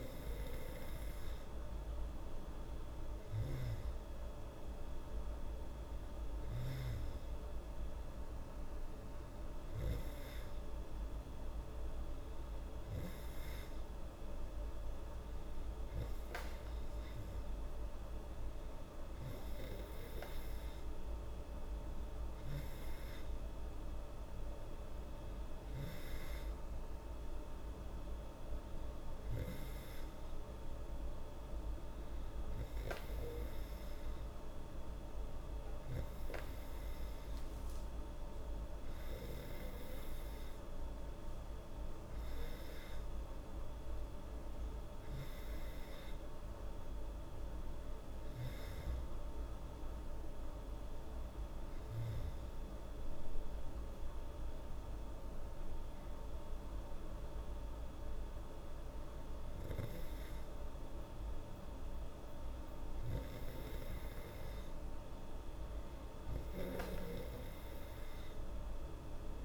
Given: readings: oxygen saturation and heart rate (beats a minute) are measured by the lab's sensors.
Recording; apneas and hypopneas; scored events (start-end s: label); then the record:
breathing in sleep, hard to hear, by a room microphone; none
none scored
From the record:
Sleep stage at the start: N2 (light sleep); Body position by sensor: on the back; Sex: female